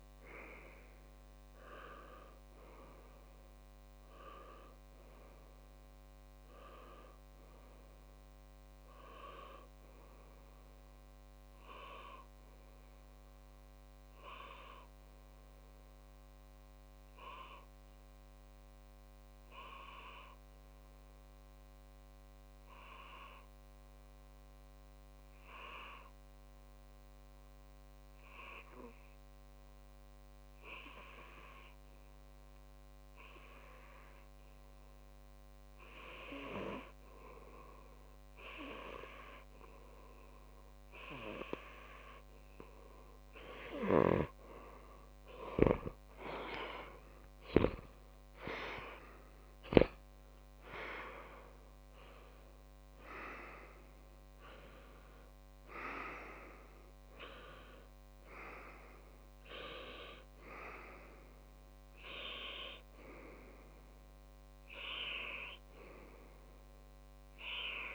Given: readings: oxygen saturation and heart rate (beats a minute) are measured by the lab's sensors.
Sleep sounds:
breathing in sleep by a microphone on the trachea; 1
9.50-40.50 s: obstructive apnea (oxygen 95% before, 95% lowest)
38.50-64.50 s: oxygen desaturation (device-marked, oxygen 99% before, 95% lowest)
45.00-49.50 s: arousal
58.50-63.50 s: tachycardia (device-marked)
62.00-64.00 s: long interval between heartbeats (device-marked)
From the record:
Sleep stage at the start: N2 (light sleep); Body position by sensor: on the back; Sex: male

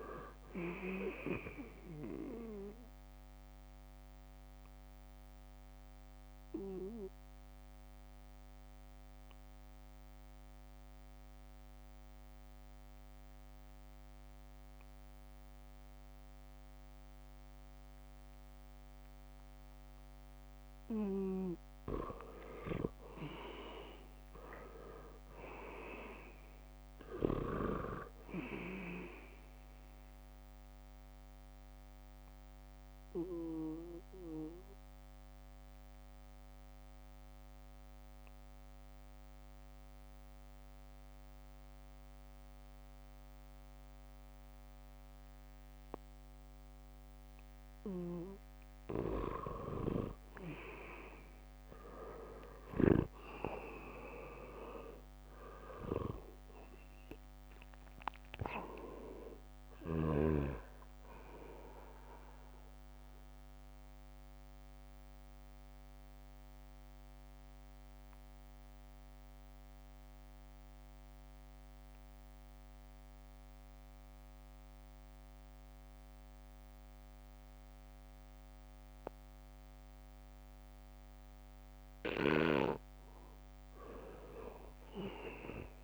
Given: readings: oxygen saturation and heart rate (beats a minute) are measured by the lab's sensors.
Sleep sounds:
breathing in sleep by a microphone on the trachea; 3
0.00-1.50 s: arousal
0.00-17.50 s: oxygen desaturation (device-marked, oxygen 83% lowest, heart rate 77 extreme)
4.50-21.00 s: obstructive apnea (oxygen 98% before, 82% lowest, heart rate 78 before, 78 extreme, up 2 after)
19.50-43.50 s: oxygen desaturation (device-marked, oxygen 98% before, 83% lowest, heart rate 78 before, 76 extreme)
24.50-28.50 s: arousal
31.50-48.00 s: obstructive apnea (oxygen 98% before, 80% lowest, heart rate 79 before, 76 extreme)
52.50-76.50 s: oxygen desaturation (device-marked, oxygen 98% before, 82% lowest, heart rate 79 before, 74 extreme)
54.00-58.50 s: arousal
64.50-81.50 s: obstructive apnea (oxygen 98% before, 80% lowest, heart rate 79 before, 74 extreme, up 1 after)
84.00-85.84 s: arousal
From the record:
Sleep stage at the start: N2 (light sleep); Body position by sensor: on the back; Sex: male

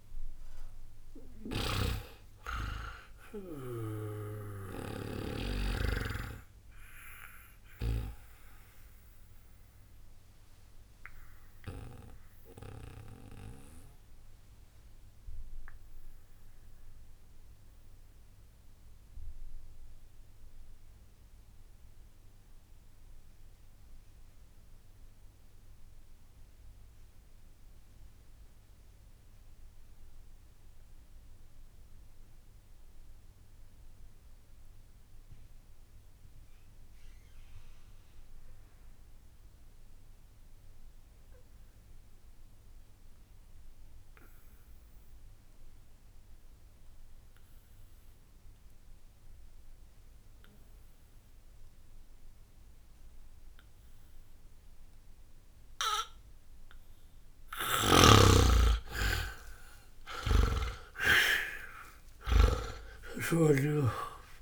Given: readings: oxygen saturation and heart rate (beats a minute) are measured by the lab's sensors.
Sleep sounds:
breathing in sleep by a room microphone; 1
0.00-28.50 s: oxygen desaturation (device-marked, oxygen 76% lowest, heart rate 61 extreme)
1.00-5.00 s: snoring (device-marked)
8.50-57.00 s: mixed apnea (oxygen 93% before, 74% lowest, heart rate 149 before, 61 extreme, up 15 after)
51.50-64.42 s: oxygen desaturation (device-marked, oxygen 98% before, 74% lowest, heart rate 61 before, 60 extreme)
57.50-64.42 s: snoring (device-marked)
60.00-64.42 s: arousal
From the record:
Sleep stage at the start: N2 (light sleep); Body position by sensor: on the back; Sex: male

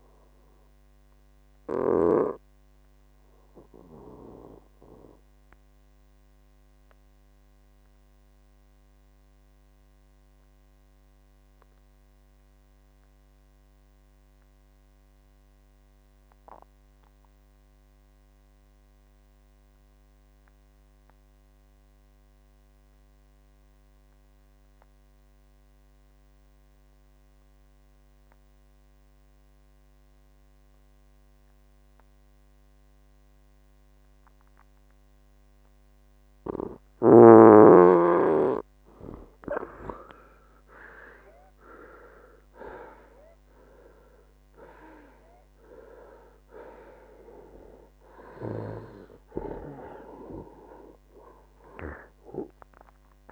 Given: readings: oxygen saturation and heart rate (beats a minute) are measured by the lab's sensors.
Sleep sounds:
breathing in sleep by a microphone on the trachea; 1
0.00-24.00 s: oxygen desaturation (device-marked, oxygen 89% lowest, heart rate 58 extreme)
2.50-36.00 s: mixed apnea (oxygen 98% before, 87% lowest, heart rate 75 before, 58 extreme, up 22 after)
14.00-16.00 s: long interval between heartbeats (device-marked, heart rate 69 before, 67 extreme)
37.00-53.32 s: oxygen desaturation (device-marked, oxygen 97% before, 87% lowest, heart rate 64 before, 58 extreme)
38.00-40.00 s: long interval between heartbeats (device-marked, heart rate 64 before, 66 extreme)
39.00-42.50 s: arousal
From the record:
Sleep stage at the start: N2 (light sleep); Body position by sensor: on the right side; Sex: male

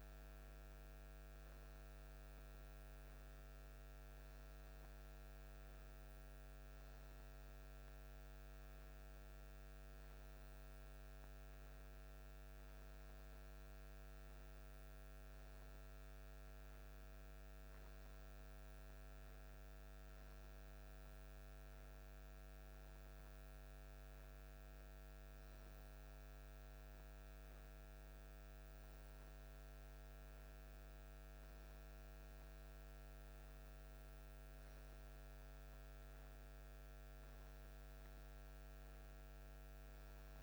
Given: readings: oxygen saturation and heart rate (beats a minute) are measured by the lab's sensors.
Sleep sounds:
breathing in sleep, hard to hear, by a microphone on the trachea; none
none scored
From the record:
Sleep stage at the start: N2 (light sleep); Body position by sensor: on the back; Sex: male

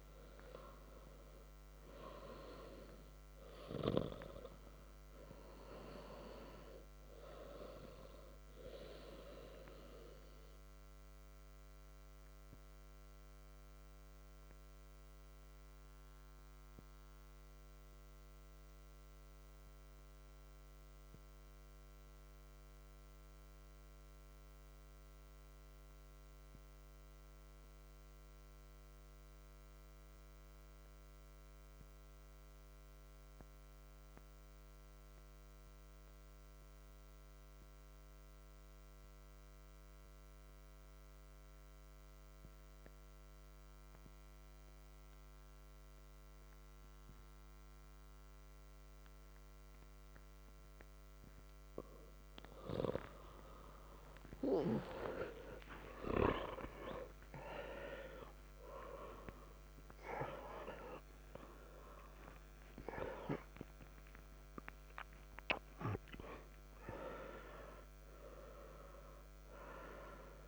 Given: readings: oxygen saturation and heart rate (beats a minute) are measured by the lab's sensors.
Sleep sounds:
a person partly awake in a sleep study, by a microphone on the trachea; 1
0.00-22.00 s: oxygen desaturation (device-marked, oxygen 92% lowest, heart rate 60 extreme)
12.50-50.00 s: obstructive apnea (oxygen 97% before, 91% lowest, heart rate 64 before, 60 extreme, up 15 after)
41.00-70.48 s: new sleep stage, awake
45.00-70.48 s: oxygen desaturation (device-marked, oxygen 96% before, 91% lowest, heart rate 61 before, 63 extreme)
From the record:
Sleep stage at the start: N2 (light sleep); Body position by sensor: on the back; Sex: male

